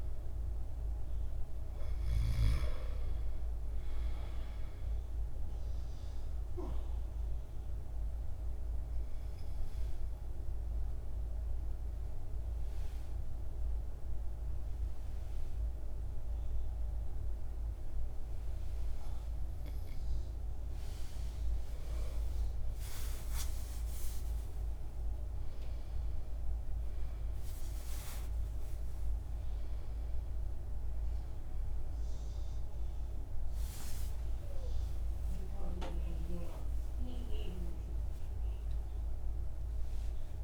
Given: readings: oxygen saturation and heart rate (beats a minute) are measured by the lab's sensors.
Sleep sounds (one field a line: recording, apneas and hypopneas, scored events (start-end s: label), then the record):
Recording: breathing in sleep by a room microphone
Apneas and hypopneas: 1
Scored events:
0.00-2.00 s: arousal
2.00-17.00 s: oxygen desaturation (device-marked, oxygen 97% before, 92% lowest, heart rate 57 before, 55 extreme)
5.50-20.50 s: obstructive apnea (oxygen 98% before, 88% lowest, heart rate 57 before, 55 extreme, up 15 after)
22.00-26.00 s: arousal
30.00-40.44 s: oxygen desaturation (device-marked, oxygen 98% before, 94% lowest, heart rate 60 before, 55 extreme)
From the record:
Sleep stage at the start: N2 (light sleep)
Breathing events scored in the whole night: 528 in 6.7 hours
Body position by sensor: on the back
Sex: male